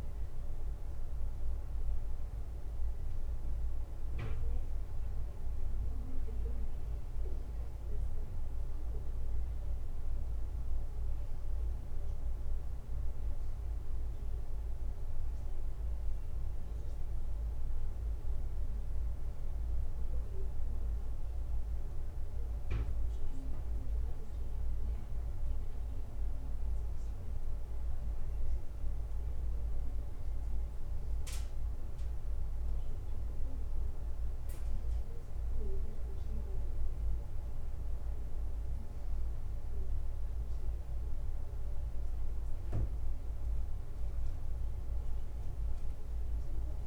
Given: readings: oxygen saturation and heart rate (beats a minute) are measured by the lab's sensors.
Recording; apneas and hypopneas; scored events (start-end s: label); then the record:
a person awake in a sleep study, hard to hear, by a room microphone; none
none scored
From the record:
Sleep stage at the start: awake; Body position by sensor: on the back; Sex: male